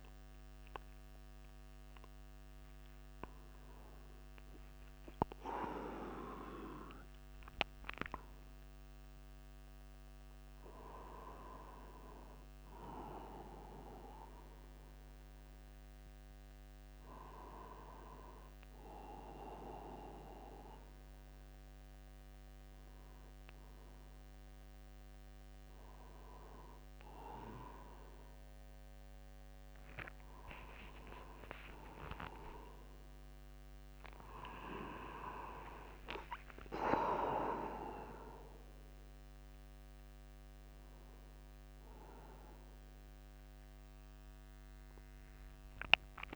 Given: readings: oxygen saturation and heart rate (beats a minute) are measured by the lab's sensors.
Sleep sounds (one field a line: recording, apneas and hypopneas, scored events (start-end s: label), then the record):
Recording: a person awake in a sleep study, by a microphone on the trachea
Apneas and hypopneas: none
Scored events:
36.00-38.00 s: long interval between heartbeats (device-marked, heart rate 53 before, 51 extreme)
From the record:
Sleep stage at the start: awake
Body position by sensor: upright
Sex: male